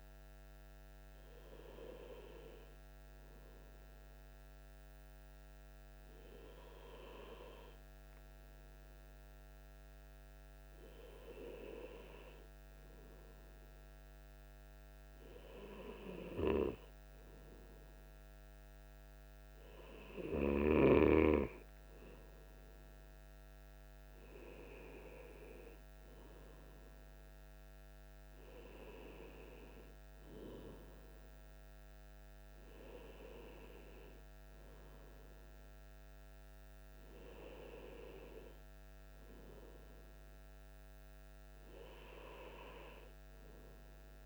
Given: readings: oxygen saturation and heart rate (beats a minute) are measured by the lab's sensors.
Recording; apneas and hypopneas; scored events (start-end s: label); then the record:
breathing in sleep by a microphone on the trachea; none
24.50-29.00 s: arousal
From the record:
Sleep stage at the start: N2 (light sleep); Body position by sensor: on the right side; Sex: male